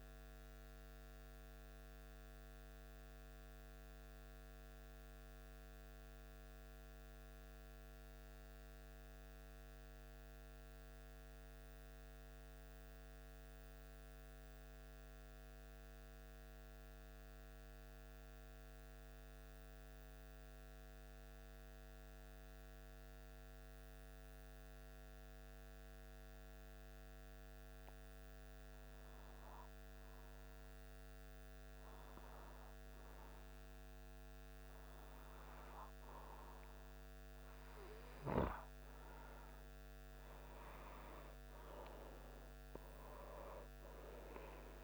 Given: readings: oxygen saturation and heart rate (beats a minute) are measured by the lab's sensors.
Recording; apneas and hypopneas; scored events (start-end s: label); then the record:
breathing in sleep by a microphone on the trachea; 1
1.50-30.50 s: mixed apnea (oxygen 95% before, 92% lowest, heart rate 76 before, 74 extreme, up 2 after)
33.00-37.00 s: arousal
From the record:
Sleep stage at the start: N2 (light sleep); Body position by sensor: on the back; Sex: male